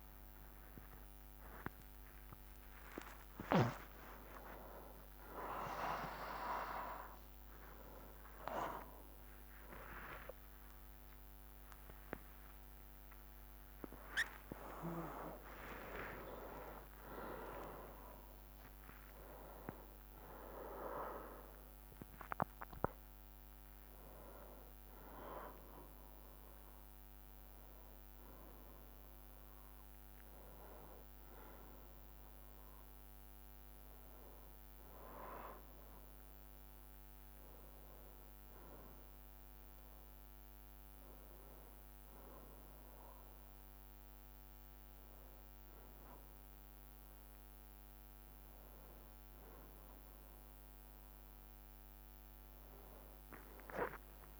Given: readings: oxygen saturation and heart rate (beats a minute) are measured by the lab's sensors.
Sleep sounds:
a person awake in a sleep study, by a microphone on the trachea; none
0.00-2.00 s: drop in pulse transit time (device-marked, heart rate 66 extreme)
2.00-4.00 s: long interval between heartbeats (device-marked, heart rate 70 before, 90 extreme)
4.00-9.00 s: bradycardia (device-marked, heart rate 71 before, 29 extreme)
9.50-11.50 s: long interval between heartbeats (device-marked, heart rate 72 before, 37 extreme)
11.00-18.00 s: tachycardia (device-marked, heart rate 71 before, 127 extreme)
14.00-16.00 s: long interval between heartbeats (device-marked, heart rate 71 before, 117 extreme)
16.50-18.50 s: long interval between heartbeats (device-marked, heart rate 76 before, 127 extreme)
26.00-50.00 s: bradycardia (device-marked, heart rate 72 before, 58 extreme)
52.00-54.39 s: drop in pulse transit time (device-marked, heart rate 58 before, 58 extreme)
From the record:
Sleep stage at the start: awake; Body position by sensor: on the back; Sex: male

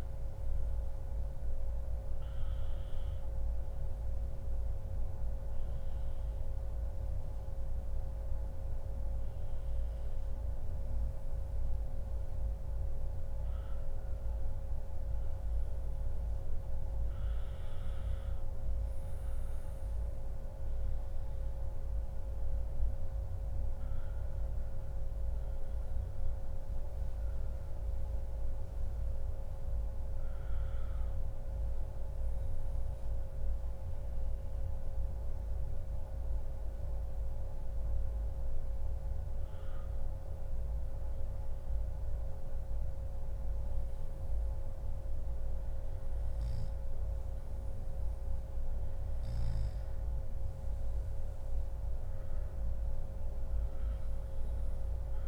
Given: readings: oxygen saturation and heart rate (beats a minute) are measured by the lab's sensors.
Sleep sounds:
breathing in sleep, hard to hear, by a room microphone; none
none scored
From the record:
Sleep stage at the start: N2 (light sleep); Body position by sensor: on the back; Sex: male

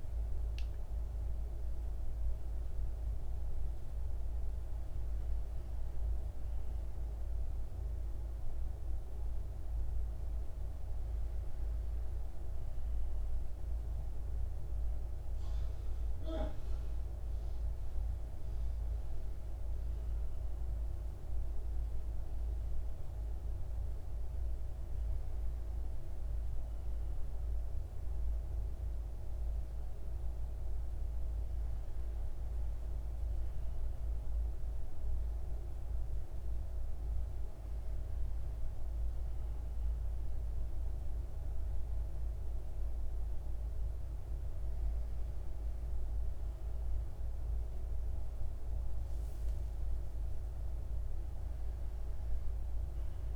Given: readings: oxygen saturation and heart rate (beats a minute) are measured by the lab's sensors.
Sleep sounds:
breathing in sleep, hard to hear, by a room microphone; none
none scored
From the record:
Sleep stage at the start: N1 (lightest sleep); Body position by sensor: on the right side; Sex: male

